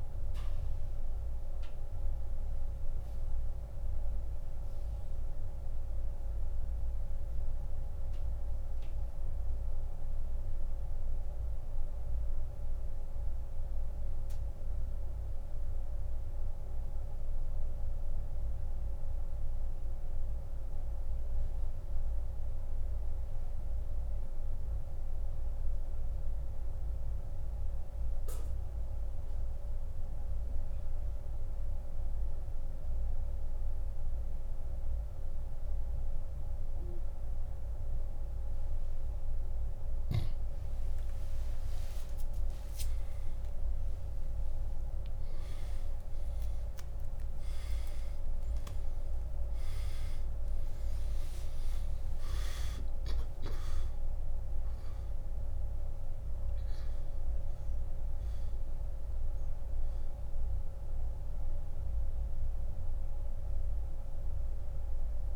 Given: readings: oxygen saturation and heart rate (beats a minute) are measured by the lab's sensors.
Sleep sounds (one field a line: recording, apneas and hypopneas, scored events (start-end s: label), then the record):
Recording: breathing in sleep, hard to hear, by a room microphone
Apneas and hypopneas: 1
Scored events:
0.00-33.50 s: oxygen desaturation (device-marked, oxygen 85% lowest, heart rate 28 extreme)
3.50-38.00 s: central apnea (oxygen 98% before, 85% lowest, heart rate 54 before, 29 extreme, up 20 after)
41.50-46.00 s: arousal
53.50-63.50 s: oxygen desaturation (device-marked, oxygen 97% before, 91% lowest, heart rate 64 before, 26 extreme)
From the record:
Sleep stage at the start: N2 (light sleep)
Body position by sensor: on the back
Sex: male